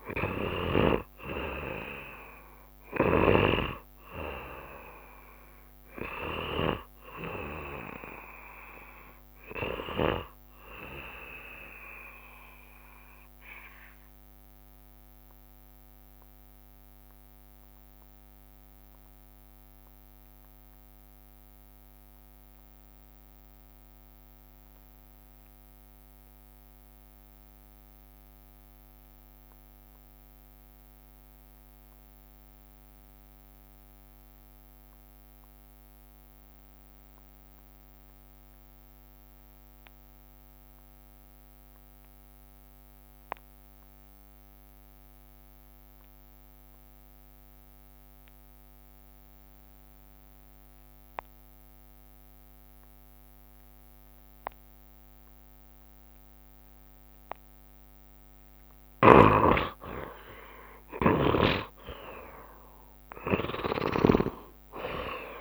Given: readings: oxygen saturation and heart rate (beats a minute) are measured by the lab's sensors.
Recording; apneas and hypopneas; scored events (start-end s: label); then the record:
breathing in sleep by a microphone on the trachea; 1
0.00-1.00 s: arousal
0.00-4.00 s: snoring (device-marked)
0.00-30.00 s: oxygen desaturation (device-marked, oxygen 75% lowest, heart rate 65 extreme)
13.50-58.00 s: obstructive apnea (oxygen 92% before, 72% lowest, heart rate 72 before, 65 extreme, up 19 after)
38.00-65.41 s: oxygen desaturation (device-marked, oxygen 93% before, 72% lowest, heart rate 66 before, 65 extreme)
40.50-42.50 s: long interval between heartbeats (device-marked, heart rate 66 before, 78 extreme)
43.00-45.00 s: long interval between heartbeats (device-marked, heart rate 68 before, 98 extreme)
46.50-48.50 s: long interval between heartbeats (device-marked, heart rate 73 before, 99 extreme)
51.00-57.00 s: tachycardia (device-marked, heart rate 73 before, 120 extreme)
51.50-53.50 s: long interval between heartbeats (device-marked, heart rate 81 before, 93 extreme)
54.00-56.00 s: long interval between heartbeats (device-marked, heart rate 86 before, 104 extreme)
56.50-58.50 s: long interval between heartbeats (device-marked, heart rate 89 before, 117 extreme)
60.00-64.00 s: arousal
From the record:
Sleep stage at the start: N2 (light sleep); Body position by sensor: on the back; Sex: male